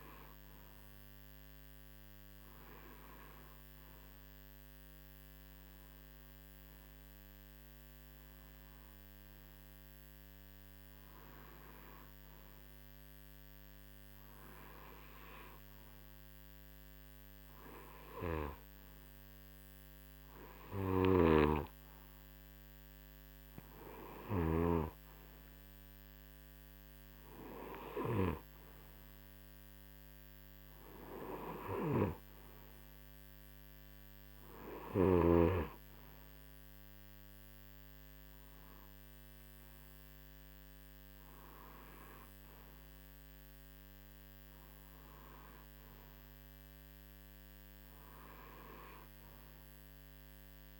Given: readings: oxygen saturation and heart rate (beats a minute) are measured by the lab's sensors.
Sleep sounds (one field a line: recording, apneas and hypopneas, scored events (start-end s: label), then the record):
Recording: breathing in sleep by a microphone on the trachea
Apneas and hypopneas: none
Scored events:
20.50-28.00 s: snoring (device-marked)
From the record:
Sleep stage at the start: N2 (light sleep)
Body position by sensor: on the right side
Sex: male